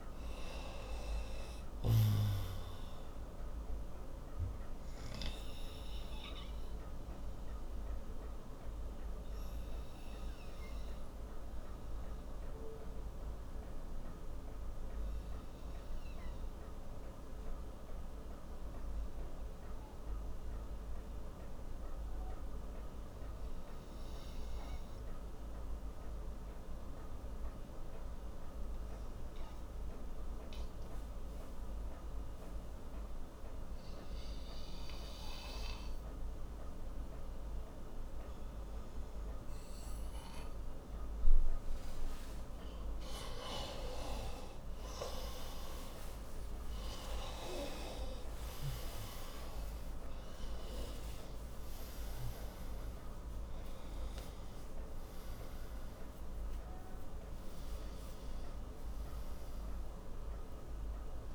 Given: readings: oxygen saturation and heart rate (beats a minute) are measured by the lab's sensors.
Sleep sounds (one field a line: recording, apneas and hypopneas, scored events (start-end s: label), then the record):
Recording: breathing in sleep by a room microphone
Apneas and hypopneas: 1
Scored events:
2.50-27.50 s: oxygen desaturation (device-marked, oxygen 94% before, 87% lowest, heart rate 83 before, 54 extreme)
4.00-42.50 s: obstructive apnea (oxygen 97% before, 87% lowest, heart rate 82 before, 54 extreme, up 29 after)
43.50-61.34 s: oxygen desaturation (device-marked, oxygen 97% before, 89% lowest, heart rate 66 before, 54 extreme)
45.00-49.50 s: arousal
From the record:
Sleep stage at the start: N2 (light sleep)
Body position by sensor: on the right side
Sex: male